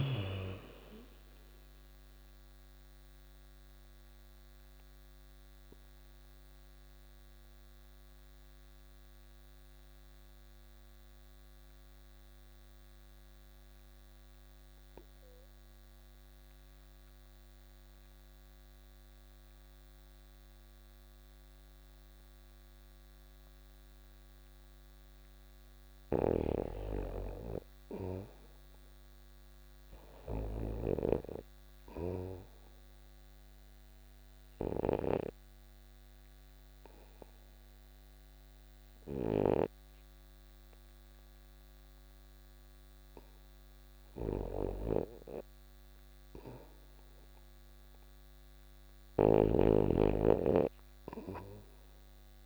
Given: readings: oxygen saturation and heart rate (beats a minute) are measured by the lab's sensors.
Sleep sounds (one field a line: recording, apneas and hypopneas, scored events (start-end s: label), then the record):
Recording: breathing in sleep by a microphone on the trachea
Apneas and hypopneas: 2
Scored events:
0.00-11.00 s: oxygen desaturation (device-marked, oxygen 87% lowest, heart rate 88 extreme)
1.50-24.00 s: obstructive apnea (oxygen 99% before, 79% lowest, heart rate 92 before, 88 extreme, up 0 after)
19.00-43.00 s: oxygen desaturation (device-marked, oxygen 98% before, 79% lowest, heart rate 91 before, 88 extreme)
22.00-52.46 s: new sleep stage, REM sleep
25.00-28.00 s: arousal
25.00-38.50 s: snoring (device-marked)
31.00-42.50 s: obstructive apnea (oxygen 98% before, 79% lowest, heart rate 89 before, 89 extreme, up 1 after)
45.00-48.50 s: arousal
45.00-52.46 s: oxygen desaturation (device-marked, oxygen 89% before, 82% lowest, heart rate 89 before, 90 extreme)
48.00-52.46 s: snoring (device-marked)
From the record:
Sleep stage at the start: N2 (light sleep)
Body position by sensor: on the back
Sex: female